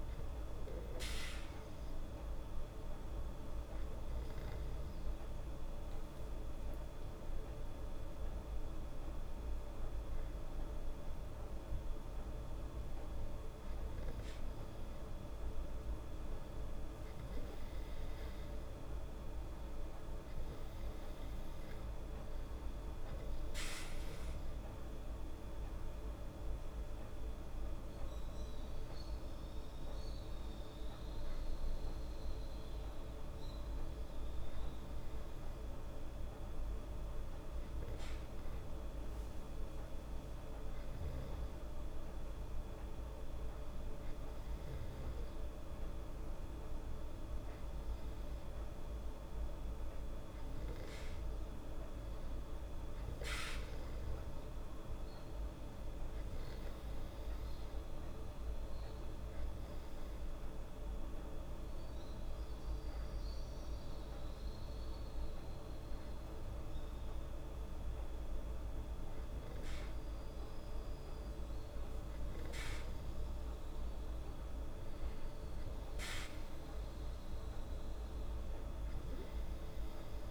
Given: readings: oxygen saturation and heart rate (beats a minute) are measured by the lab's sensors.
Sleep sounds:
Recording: breathing in sleep, hard to hear, by a room microphone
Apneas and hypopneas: 1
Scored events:
2.50-13.50 s: hypopnea (oxygen 97% before, 95% lowest, heart rate 76 before, 74 extreme, up 2 after)
16.00-21.00 s: arousal
From the record:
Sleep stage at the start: N2 (light sleep)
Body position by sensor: on the back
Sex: female

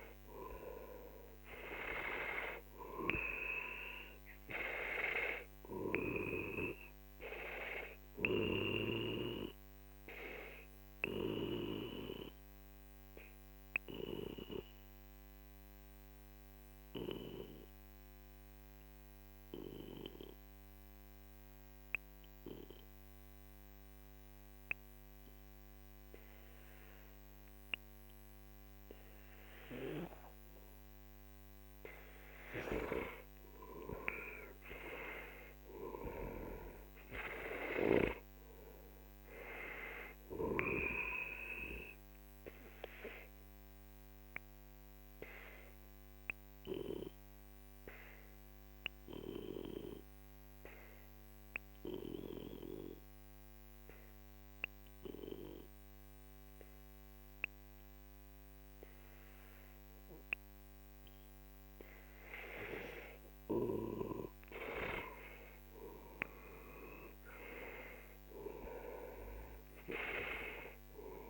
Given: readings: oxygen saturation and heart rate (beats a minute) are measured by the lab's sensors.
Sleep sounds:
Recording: breathing in sleep by a microphone on the trachea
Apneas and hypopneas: 2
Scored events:
0.00-2.50 s: arousal
7.00-19.00 s: oxygen desaturation (device-marked, oxygen 96% before, 92% lowest, heart rate 53 before, 43 extreme)
11.00-32.00 s: obstructive apnea (oxygen 97% before, 91% lowest, heart rate 54 before, 43 extreme, up 14 after)
34.00-38.50 s: arousal
34.00-57.00 s: oxygen desaturation (device-marked, oxygen 97% before, 91% lowest, heart rate 48 before, 43 extreme)
43.50-63.50 s: obstructive apnea (oxygen 97% before, 90% lowest, heart rate 55 before, 43 extreme, up 15 after)
64.50-68.00 s: arousal
From the record:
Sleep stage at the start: N2 (light sleep)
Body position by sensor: on the back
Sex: male

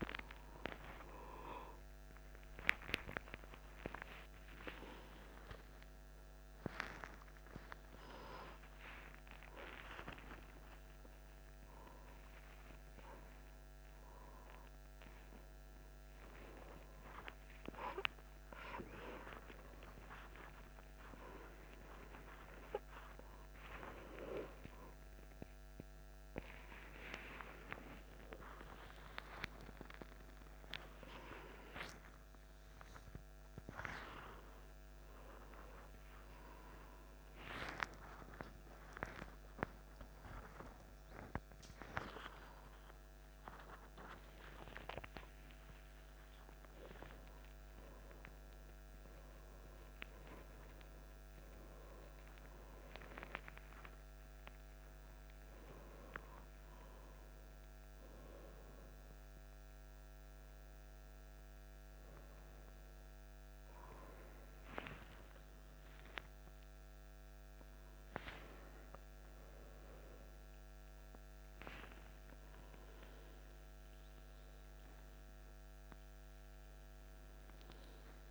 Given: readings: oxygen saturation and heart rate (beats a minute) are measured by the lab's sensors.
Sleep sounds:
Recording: a person awake in a sleep study, by a microphone on the trachea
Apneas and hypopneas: none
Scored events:
none scored
From the record:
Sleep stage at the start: awake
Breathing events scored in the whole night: 160 in 3.0 hours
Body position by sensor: upright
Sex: male

